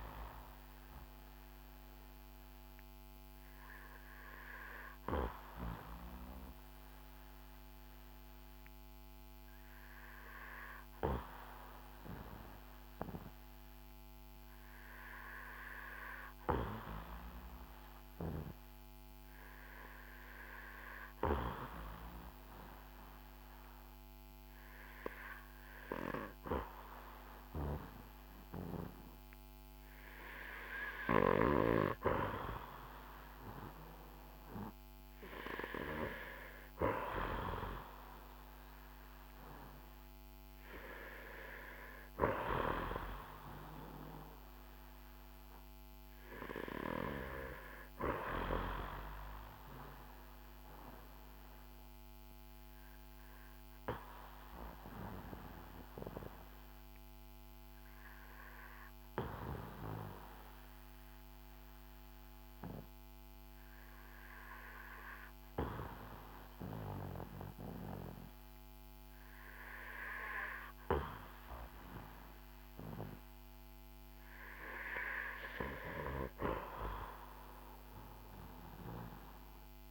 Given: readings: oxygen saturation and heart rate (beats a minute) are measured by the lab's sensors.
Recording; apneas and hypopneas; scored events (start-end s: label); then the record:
breathing in sleep by a microphone on the trachea; 2
0.00-20.50 s: oxygen desaturation (device-marked, oxygen 89% lowest, heart rate 51 extreme)
1.00-28.50 s: hypopnea (oxygen 94% before, 89% lowest, heart rate 61 before, 54 extreme, up 6 after)
19.50-79.91 s: new sleep stage, N2 (light sleep)
30.50-35.50 s: arousal
50.50-74.00 s: obstructive apnea (oxygen 97% before, 92% lowest, heart rate 60 before, 53 extreme, up 6 after)
76.00-79.91 s: arousal
From the record:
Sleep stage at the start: REM sleep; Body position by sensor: on the back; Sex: male